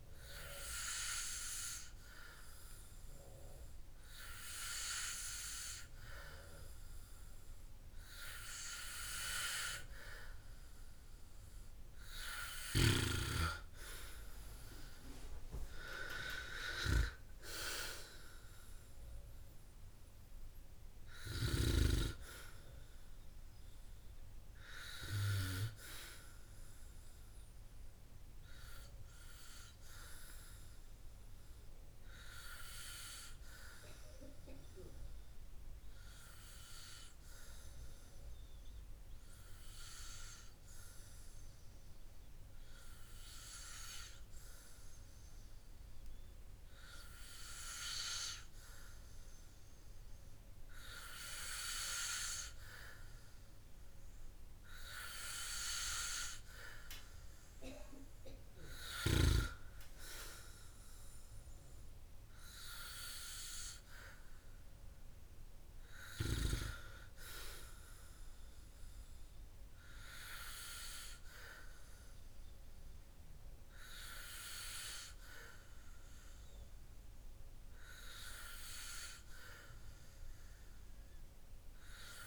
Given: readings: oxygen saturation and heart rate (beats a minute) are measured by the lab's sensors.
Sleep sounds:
breathing in sleep by a room microphone; 1
15.50-19.00 s: arousal
34.00-49.00 s: hypopnea (oxygen 95% before, 94% lowest, heart rate 66 before, 56 extreme, up 7 after)
51.00-53.50 s: arousal
From the record:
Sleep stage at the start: N2 (light sleep); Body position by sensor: on the back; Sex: male

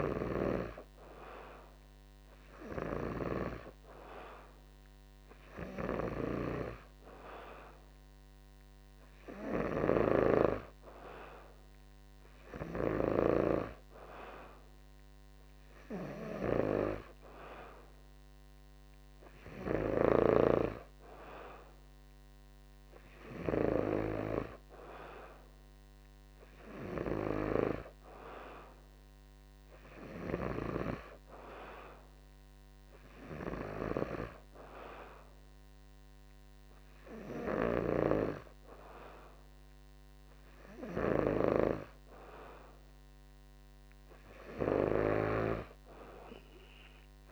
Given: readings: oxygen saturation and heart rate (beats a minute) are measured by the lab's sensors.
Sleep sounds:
breathing in sleep by a microphone on the trachea; none
none scored
From the record:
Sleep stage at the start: N2 (light sleep); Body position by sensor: on the back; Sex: male

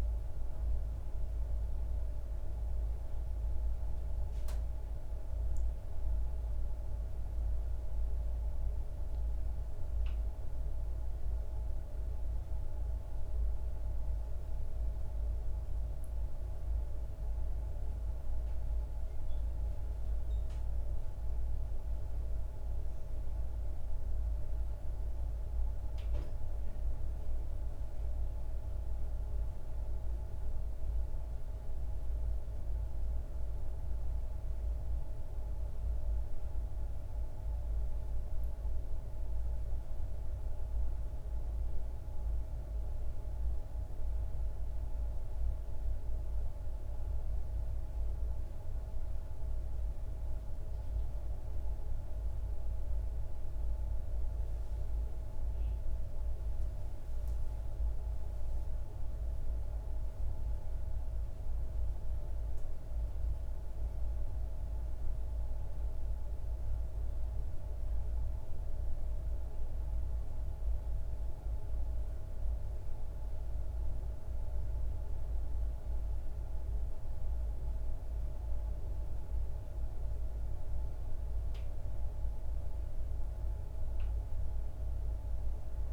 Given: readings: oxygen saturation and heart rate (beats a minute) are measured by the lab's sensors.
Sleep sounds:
a person awake in a sleep study, hard to hear, by a room microphone; none
20.50-85.92 s: new sleep stage, awake
From the record:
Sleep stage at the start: N1 (lightest sleep); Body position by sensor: on the back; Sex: male

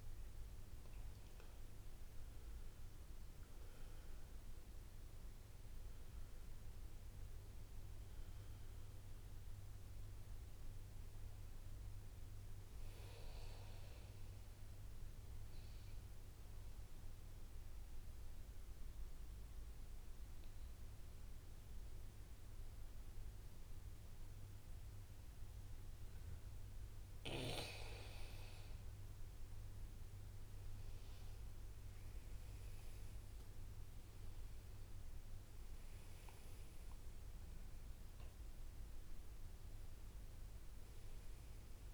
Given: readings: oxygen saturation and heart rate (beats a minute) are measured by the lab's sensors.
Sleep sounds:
breathing in sleep, hard to hear, by a room microphone; 1
0.00-1.50 s: arousal
5.50-19.50 s: oxygen desaturation (device-marked, oxygen 99% before, 93% lowest, heart rate 65 before, 62 extreme)
16.00-27.50 s: mixed apnea (oxygen 100% before, 91% lowest, heart rate 66 before, 61 extreme, up 3 after)
30.00-34.00 s: arousal
31.50-41.94 s: oxygen desaturation (device-marked, oxygen 99% before, 91% lowest, heart rate 65 before, 57 extreme)
From the record:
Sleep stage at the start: N2 (light sleep); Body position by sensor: on the back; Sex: male

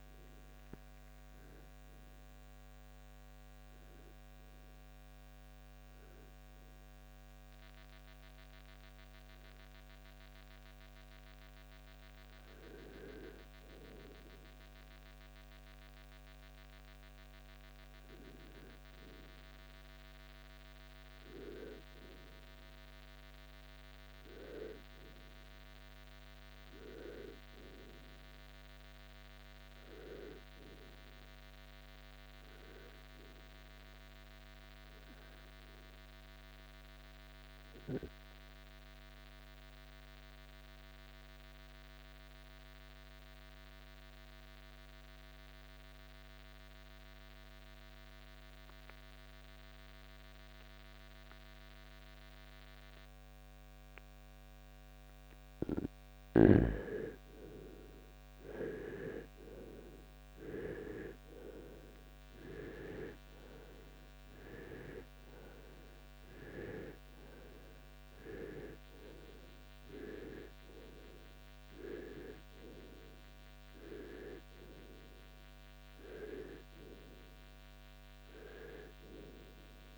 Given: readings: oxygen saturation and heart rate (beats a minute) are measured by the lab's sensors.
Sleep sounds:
breathing in sleep by a microphone on the trachea; 2
0.50-17.00 s: hypopnea (oxygen 96% before, 84% lowest, heart rate 68 before, 62 extreme, up 3 after)
7.00-29.00 s: oxygen desaturation (device-marked, oxygen 94% before, 84% lowest, heart rate 71 before, 51 extreme)
19.50-24.00 s: arousal
38.00-55.00 s: obstructive apnea (oxygen 98% before, 84% lowest, heart rate 68 before, 51 extreme, up 18 after)
47.00-79.98 s: oxygen desaturation (device-marked, oxygen 98% before, 84% lowest, heart rate 67 before, 49 extreme)
58.00-62.50 s: arousal
From the record:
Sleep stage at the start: REM sleep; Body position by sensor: on the right side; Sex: male

